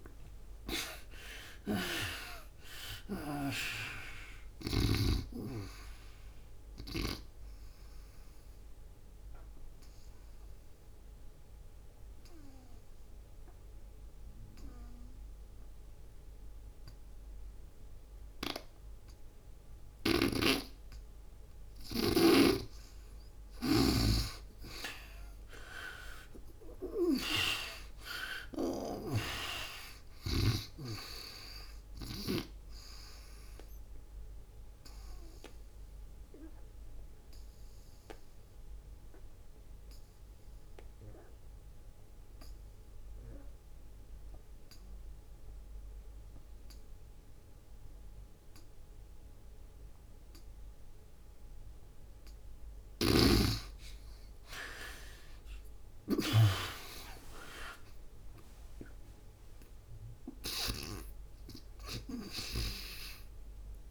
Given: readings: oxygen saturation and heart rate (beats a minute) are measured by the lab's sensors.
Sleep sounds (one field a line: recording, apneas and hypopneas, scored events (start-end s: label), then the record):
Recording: breathing in sleep by a room microphone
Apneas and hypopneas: 2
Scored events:
0.00-2.50 s: arousal
0.00-21.00 s: oxygen desaturation (device-marked, oxygen 80% lowest, heart rate 63 extreme)
7.00-19.50 s: obstructive apnea (oxygen 98% before, 77% lowest, heart rate 78 before, 63 extreme, up 13 after)
19.50-23.50 s: snoring (device-marked)
24.50-28.00 s: arousal
29.00-45.00 s: oxygen desaturation (device-marked, oxygen 97% before, 80% lowest, heart rate 69 before, 62 extreme)
32.50-52.00 s: obstructive apnea (oxygen 97% before, 76% lowest, heart rate 70 before, 62 extreme, up 35 after)
47.00-56.00 s: oxygen desaturation (device-marked, oxygen 98% before, 92% lowest, heart rate 78 before, 64 extreme)
52.50-62.00 s: snoring (device-marked)
55.50-60.00 s: arousal
58.00-63.91 s: oxygen desaturation (device-marked, oxygen 97% before, 77% lowest, heart rate 67 before, 65 extreme)
From the record:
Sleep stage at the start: N2 (light sleep)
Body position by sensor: on the back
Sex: female